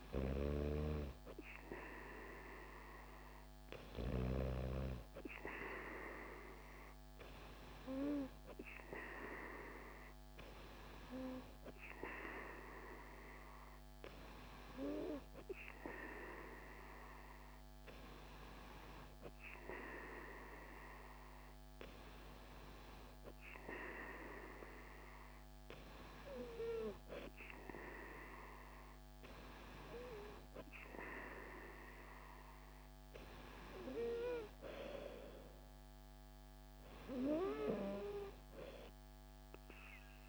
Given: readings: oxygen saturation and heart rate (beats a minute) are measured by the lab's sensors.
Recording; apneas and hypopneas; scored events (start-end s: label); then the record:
breathing in sleep by a microphone on the trachea; none
none scored
From the record:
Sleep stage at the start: N3 (deep sleep); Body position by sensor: on the right side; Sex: female